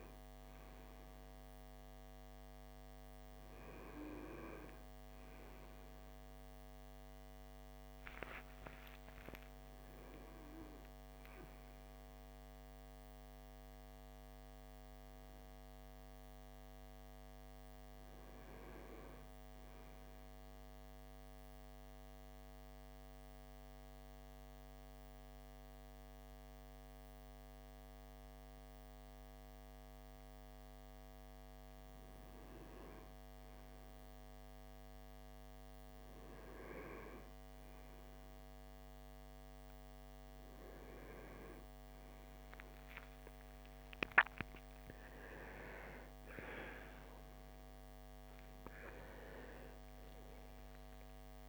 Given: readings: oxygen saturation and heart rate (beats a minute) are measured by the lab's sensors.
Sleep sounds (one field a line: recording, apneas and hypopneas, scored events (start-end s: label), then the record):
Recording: a person partly awake in a sleep study, by a microphone on the trachea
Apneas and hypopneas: 1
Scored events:
7.00-51.49 s: new sleep stage, N1 (lightest sleep)
20.00-32.00 s: central apnea (oxygen 99% before, 93% lowest)
32.00-51.49 s: oxygen desaturation (device-marked, oxygen 97% before, 93% lowest)
34.00-37.00 s: arousal
From the record:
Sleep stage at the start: awake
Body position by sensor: on the right side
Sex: male